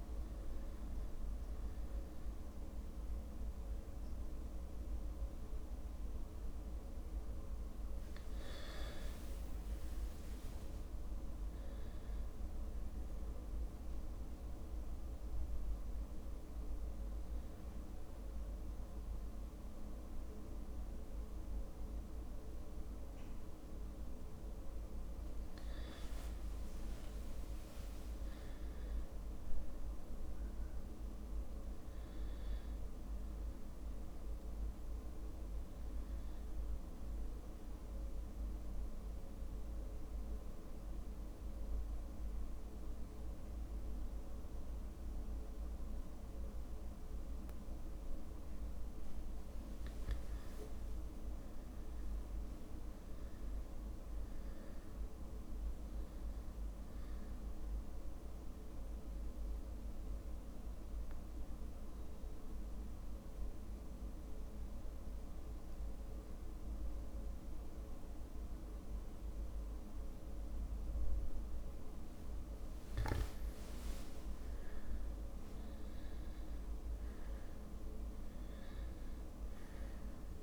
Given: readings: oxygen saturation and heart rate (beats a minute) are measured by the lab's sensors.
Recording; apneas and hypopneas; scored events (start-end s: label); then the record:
breathing in sleep, hard to hear, by a room microphone; 3
0.00-1.50 s: arousal
13.50-25.00 s: obstructive apnea (oxygen 98% before, 96% lowest)
26.00-29.50 s: arousal
39.00-49.00 s: central apnea (oxygen 99% before, 95% lowest)
50.50-54.00 s: arousal
58.50-73.50 s: mixed apnea (oxygen 99% before, 95% lowest)
74.50-78.50 s: arousal
From the record:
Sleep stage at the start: N2 (light sleep); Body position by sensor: on the back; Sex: male